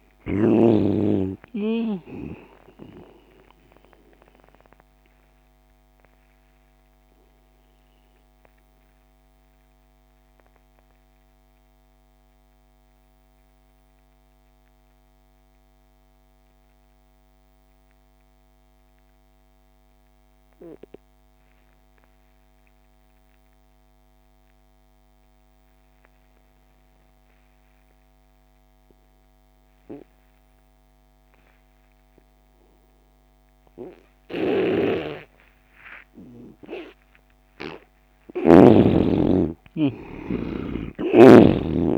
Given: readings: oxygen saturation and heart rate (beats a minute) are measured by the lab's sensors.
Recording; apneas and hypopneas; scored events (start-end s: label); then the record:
breathing in sleep by a microphone on the trachea; 1
0.00-1.00 s: snoring (device-marked)
0.00-20.00 s: oxygen desaturation (device-marked, oxygen 82% lowest)
6.50-36.50 s: mixed apnea (oxygen 98% before, 82% lowest)
34.00-39.00 s: snoring (device-marked)
36.00-41.98 s: oxygen desaturation (device-marked, oxygen 98% before, 83% lowest)
37.50-41.98 s: arousal
From the record:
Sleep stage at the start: N2 (light sleep); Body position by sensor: on the left side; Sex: male